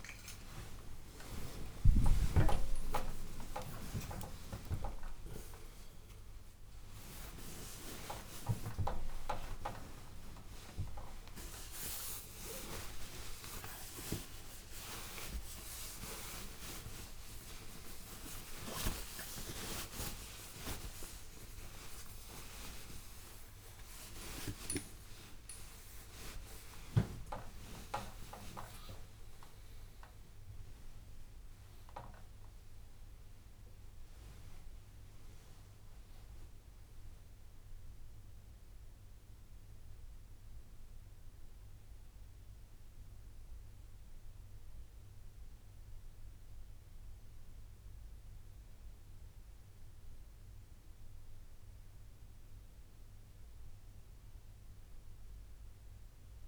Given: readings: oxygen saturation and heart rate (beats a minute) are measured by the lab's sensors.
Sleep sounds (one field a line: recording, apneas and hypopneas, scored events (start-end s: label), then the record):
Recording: a person awake in a sleep study, by a room microphone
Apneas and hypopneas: none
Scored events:
48.00-56.48 s: new sleep stage, N1 (lightest sleep)
From the record:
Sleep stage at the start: awake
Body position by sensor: on the right side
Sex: male